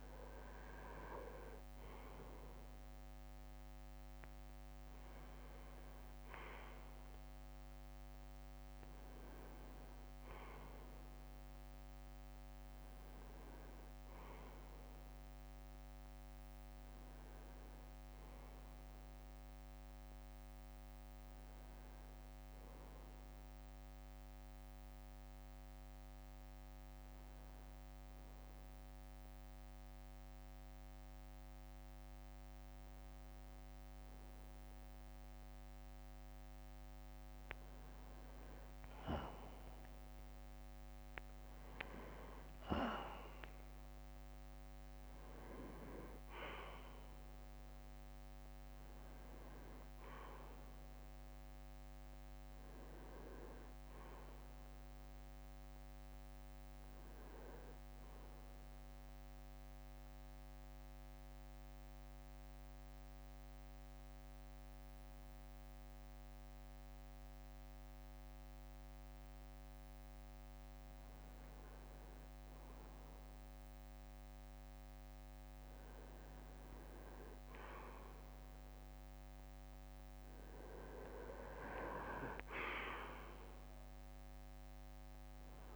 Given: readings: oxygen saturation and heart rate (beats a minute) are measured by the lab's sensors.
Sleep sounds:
breathing in sleep by a microphone on the trachea; 2
5.00-11.00 s: arousal
23.00-36.00 s: hypopnea (oxygen 96% before, 95% lowest, heart rate 65 before, 59 extreme, up 19 after)
40.50-46.50 s: arousal
57.50-61.50 s: bradycardia (device-marked, heart rate 70 before, 59 extreme)
59.00-70.50 s: mixed apnea (oxygen 97% before, 94% lowest, heart rate 69 before, 59 extreme, up 20 after)
77.00-83.50 s: arousal
From the record:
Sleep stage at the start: N2 (light sleep); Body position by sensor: on the right side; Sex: male

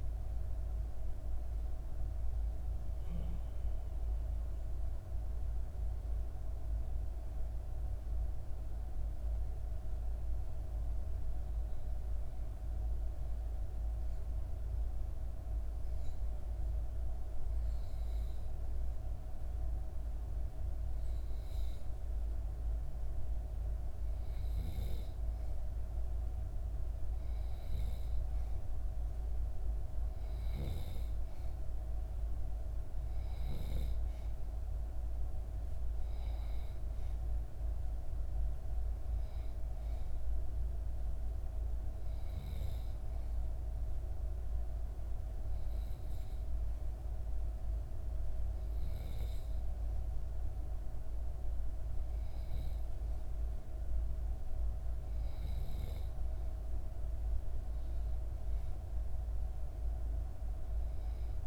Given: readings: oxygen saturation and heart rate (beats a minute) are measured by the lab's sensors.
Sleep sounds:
breathing in sleep, hard to hear, by a room microphone; 2
7.00-22.50 s: hypopnea (oxygen 98% before, 94% lowest, heart rate 75 before, 62 extreme, up 1 after)
23.50-27.00 s: arousal
26.50-42.50 s: oxygen desaturation (device-marked, oxygen 98% before, 94% lowest, heart rate 63 before, 63 extreme)
41.50-51.50 s: hypopnea (oxygen 98% before, 92% lowest, heart rate 64 before, 62 extreme, up 2 after)
57.00-60.00 s: arousal
From the record:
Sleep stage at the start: N2 (light sleep); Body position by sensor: on the back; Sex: female

